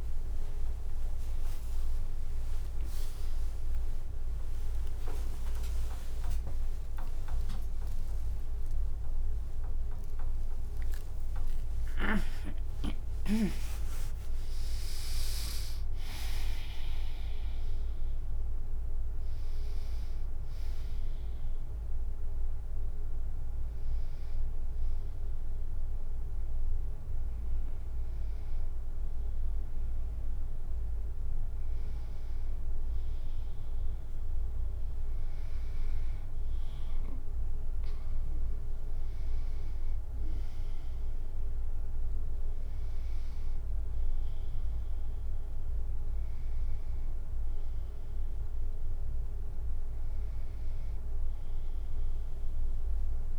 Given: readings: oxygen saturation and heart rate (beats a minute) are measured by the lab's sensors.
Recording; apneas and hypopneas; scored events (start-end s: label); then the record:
a person awake in a sleep study, by a room microphone; none
0.00-13.50 s: tachycardia (device-marked, heart rate 174 extreme)
2.50-26.50 s: drop in pulse transit time (device-marked, heart rate 77 before, 83 extreme)
5.50-53.39 s: new sleep stage, awake
From the record:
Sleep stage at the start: N2 (light sleep); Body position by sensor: on the right side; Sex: female